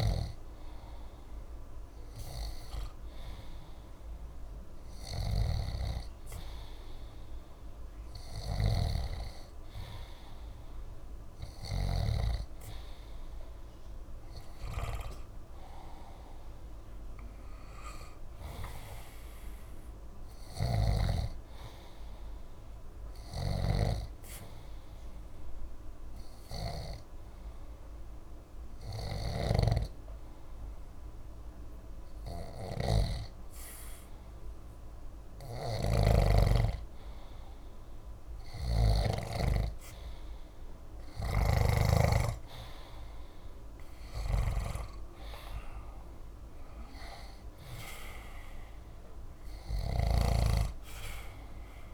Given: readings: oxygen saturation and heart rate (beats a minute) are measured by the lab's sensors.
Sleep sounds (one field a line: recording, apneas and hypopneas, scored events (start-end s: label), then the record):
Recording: breathing in sleep by a room microphone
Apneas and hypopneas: 1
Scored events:
8.50-12.00 s: snoring (device-marked)
23.00-42.00 s: snoring (device-marked)
26.00-38.50 s: hypopnea (oxygen 93% before, 89% lowest, heart rate 65 before, 64 extreme, up 2 after)
40.00-43.50 s: arousal
43.50-51.94 s: oxygen desaturation (device-marked, oxygen 93% before, 89% lowest, heart rate 65 before, 63 extreme)
50.00-51.94 s: snoring (device-marked)
From the record:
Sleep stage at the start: N2 (light sleep)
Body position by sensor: on the back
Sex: male